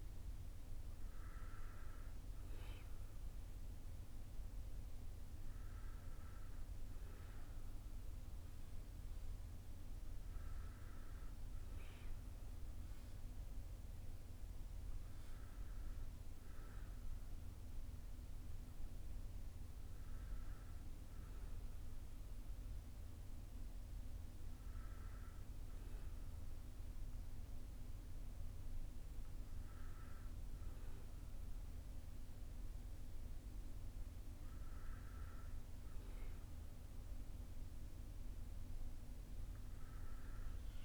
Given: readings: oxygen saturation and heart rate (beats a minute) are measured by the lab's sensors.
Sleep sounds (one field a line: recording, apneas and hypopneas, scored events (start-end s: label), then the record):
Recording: breathing in sleep, hard to hear, by a room microphone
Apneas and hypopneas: none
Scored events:
none scored
From the record:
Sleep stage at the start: N1 (lightest sleep)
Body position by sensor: on the back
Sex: male